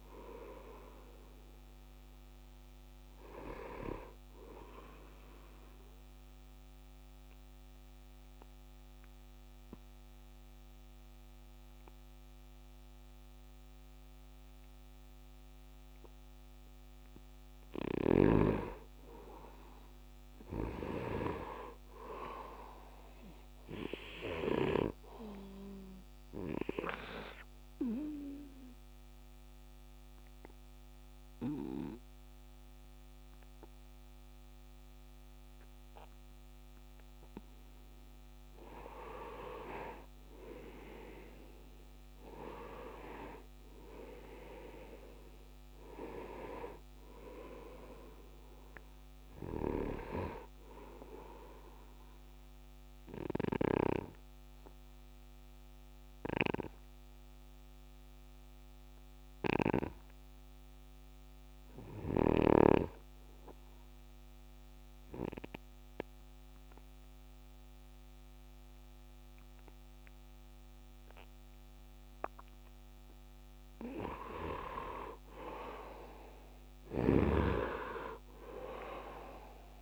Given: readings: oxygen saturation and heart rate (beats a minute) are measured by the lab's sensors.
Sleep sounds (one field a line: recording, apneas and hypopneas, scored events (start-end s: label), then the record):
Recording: breathing in sleep by a microphone on the trachea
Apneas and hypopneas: 3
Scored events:
0.00-14.50 s: oxygen desaturation (device-marked, oxygen 82% lowest, heart rate 74 extreme)
5.50-19.00 s: obstructive apnea (oxygen 98% before, 82% lowest, heart rate 81 before, 74 extreme, up 6 after)
20.50-23.50 s: arousal
26.00-37.00 s: obstructive apnea (oxygen 99% before, 82% lowest, heart rate 76 before, 70 extreme, up 6 after)
28.50-38.50 s: oxygen desaturation (device-marked, oxygen 99% before, 89% lowest, heart rate 77 before, 70 extreme)
39.00-43.00 s: arousal
43.50-62.50 s: oxygen desaturation (device-marked, oxygen 96% before, 86% lowest, heart rate 78 before, 70 extreme)
49.50-60.00 s: snoring (device-marked)
51.50-73.50 s: obstructive apnea (oxygen 99% before, 82% lowest, heart rate 78 before, 70 extreme, up 6 after)
72.50-79.82 s: oxygen desaturation (device-marked, oxygen 99% before, 82% lowest, heart rate 75 before, 70 extreme)
75.50-79.00 s: arousal
77.00-79.82 s: snoring (device-marked)
From the record:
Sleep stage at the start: N2 (light sleep)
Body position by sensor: on the right side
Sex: male